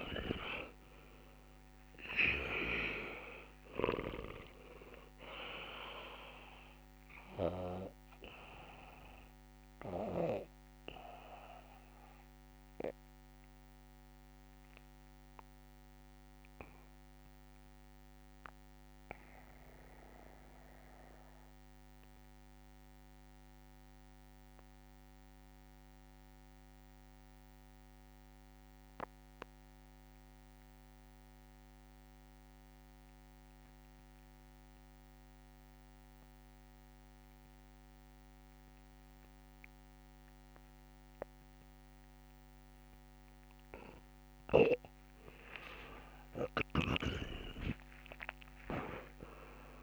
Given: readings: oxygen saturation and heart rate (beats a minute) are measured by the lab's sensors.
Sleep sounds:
breathing in sleep by a microphone on the trachea; 1
0.00-1.00 s: arousal
0.00-22.50 s: oxygen desaturation (device-marked, oxygen 85% lowest)
2.00-7.50 s: snoring (device-marked)
8.00-45.00 s: obstructive apnea (oxygen 99% before, 84% lowest)
39.50-49.82 s: oxygen desaturation (device-marked, oxygen 98% before, 84% lowest)
46.50-49.82 s: arousal
46.50-49.82 s: snoring (device-marked)
From the record:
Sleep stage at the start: N2 (light sleep); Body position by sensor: on the back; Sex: male

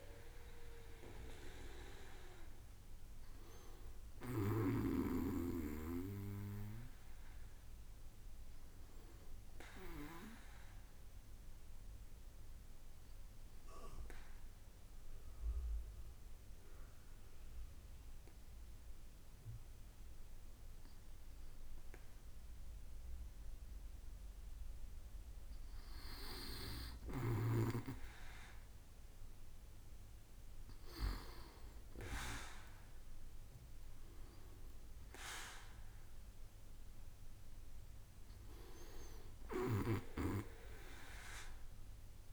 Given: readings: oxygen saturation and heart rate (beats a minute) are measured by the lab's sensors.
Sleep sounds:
breathing in sleep by a room microphone; 1
10.00-24.00 s: obstructive apnea (oxygen 97% before, 95% lowest, heart rate 68 before, 63 extreme, up 4 after)
31.50-36.00 s: arousal
From the record:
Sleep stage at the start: N2 (light sleep); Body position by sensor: on the back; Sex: male

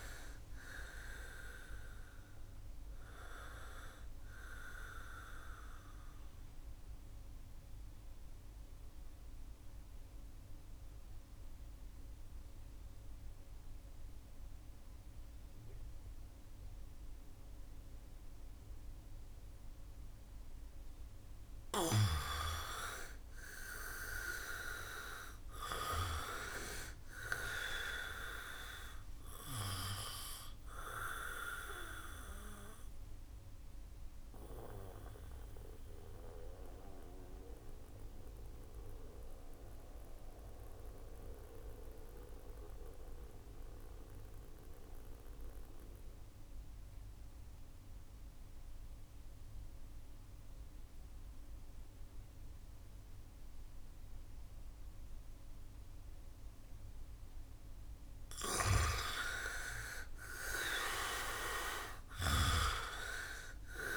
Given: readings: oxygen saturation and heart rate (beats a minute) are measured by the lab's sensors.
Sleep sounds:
breathing in sleep by a room microphone; 2
0.00-2.50 s: arousal
9.00-20.00 s: oxygen desaturation (device-marked, oxygen 97% before, 92% lowest, heart rate 69 before, 65 extreme)
9.50-21.00 s: obstructive apnea (oxygen 98% before, 82% lowest, heart rate 69 before, 65 extreme, up 6 after)
23.00-26.50 s: arousal
30.00-47.00 s: oxygen desaturation (device-marked, oxygen 95% before, 87% lowest, heart rate 68 before, 56 extreme)
33.50-57.50 s: mixed apnea (oxygen 96% before, 82% lowest, heart rate 69 before, 56 extreme)
54.00-63.97 s: oxygen desaturation (device-marked, oxygen 98% before, 82% lowest, heart rate 69 before, 56 extreme)
57.00-62.00 s: bradycardia (device-marked, heart rate 68 before, 56 extreme)
58.50-60.50 s: long interval between heartbeats (device-marked, heart rate 69 before, 63 extreme)
59.50-63.97 s: arousal
From the record:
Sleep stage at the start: N2 (light sleep); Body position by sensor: on the back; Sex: male

